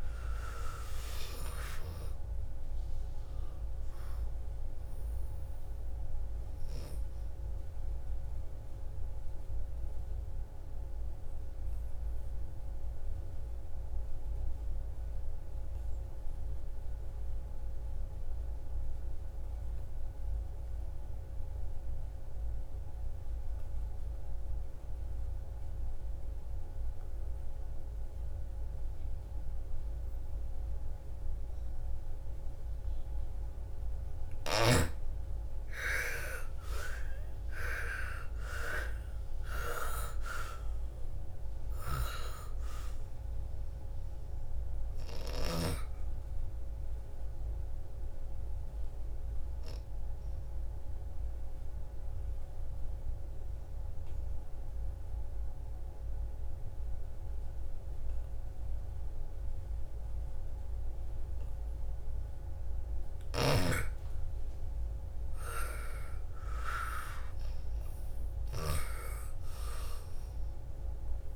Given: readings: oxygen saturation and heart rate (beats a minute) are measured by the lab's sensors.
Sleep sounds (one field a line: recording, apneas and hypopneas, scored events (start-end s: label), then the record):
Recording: breathing in sleep by a room microphone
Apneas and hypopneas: 2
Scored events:
0.00-1.50 s: arousal
5.00-22.00 s: oxygen desaturation (device-marked, oxygen 99% before, 92% lowest, heart rate 63 before, 54 extreme)
6.00-33.00 s: obstructive apnea (oxygen 99% before, 79% lowest, heart rate 63 before, 54 extreme, up 13 after)
32.00-57.00 s: oxygen desaturation (device-marked, oxygen 99% before, 79% lowest, heart rate 56 before, 57 extreme)
34.50-38.50 s: arousal
41.00-45.00 s: snoring (device-marked)
46.00-62.50 s: obstructive apnea (oxygen 99% before, 79% lowest, heart rate 63 before, 56 extreme, up 10 after)
62.50-71.35 s: snoring (device-marked)
64.00-68.00 s: arousal
From the record:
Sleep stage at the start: N2 (light sleep)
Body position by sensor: on the back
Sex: female